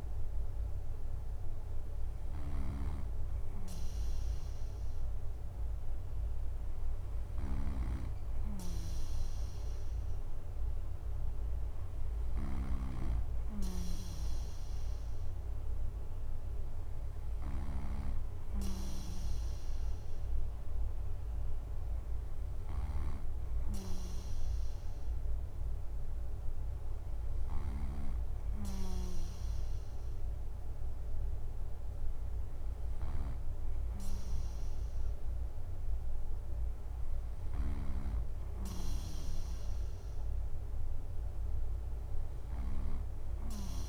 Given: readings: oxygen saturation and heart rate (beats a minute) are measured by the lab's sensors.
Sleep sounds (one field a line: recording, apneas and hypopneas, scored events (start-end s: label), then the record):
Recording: breathing in sleep by a room microphone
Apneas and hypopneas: none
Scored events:
0.00-27.00 s: snoring (device-marked)
From the record:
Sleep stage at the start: N2 (light sleep)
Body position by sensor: on the right side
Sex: male